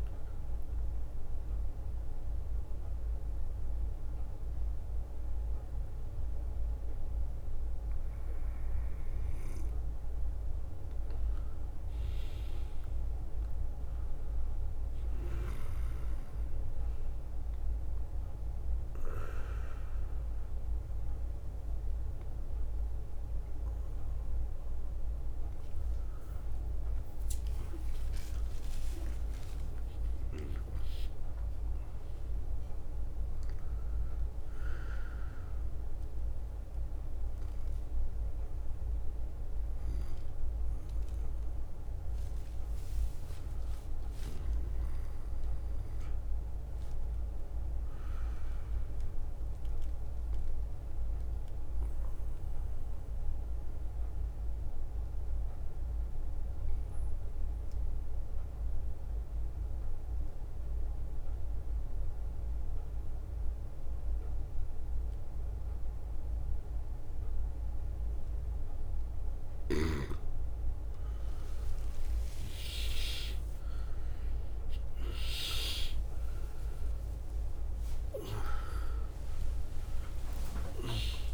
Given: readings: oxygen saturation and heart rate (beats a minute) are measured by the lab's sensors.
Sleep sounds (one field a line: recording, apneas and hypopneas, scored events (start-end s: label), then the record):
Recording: breathing in sleep by a room microphone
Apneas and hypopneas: 2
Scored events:
0.00-12.00 s: oxygen desaturation (device-marked, oxygen 92% lowest, heart rate 61 extreme)
2.00-9.00 s: leg movement (device-marked)
10.00-17.00 s: leg movement (device-marked)
16.00-26.50 s: hypopnea (oxygen 100% before, 89% lowest, heart rate 67 before, 61 extreme, up 8 after)
28.00-32.00 s: arousal
30.50-34.00 s: leg movement (device-marked)
43.00-45.00 s: long interval between heartbeats (device-marked, heart rate 65 before, 71 extreme)
44.50-48.50 s: leg movement (device-marked)
51.50-68.50 s: obstructive apnea (oxygen 99% before, 89% lowest, heart rate 68 before, 59 extreme, up 29 after)
54.00-62.00 s: bradycardia (device-marked, heart rate 63 before, 59 extreme)
64.00-67.00 s: bradycardia (device-marked, heart rate 63 before, 59 extreme)
67.00-81.34 s: oxygen desaturation (device-marked, oxygen 97% before, 89% lowest, heart rate 62 before, 59 extreme)
74.00-81.34 s: tachycardia (device-marked, heart rate 63 before, 179 extreme)
74.50-76.50 s: leg movement (device-marked)
75.00-77.00 s: long interval between heartbeats (device-marked, heart rate 60 before, 72 extreme)
75.00-80.50 s: arousal
79.00-81.00 s: long interval between heartbeats (device-marked, heart rate 68 before, 157 extreme)
From the record:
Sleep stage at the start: N2 (light sleep)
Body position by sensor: on the right side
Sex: male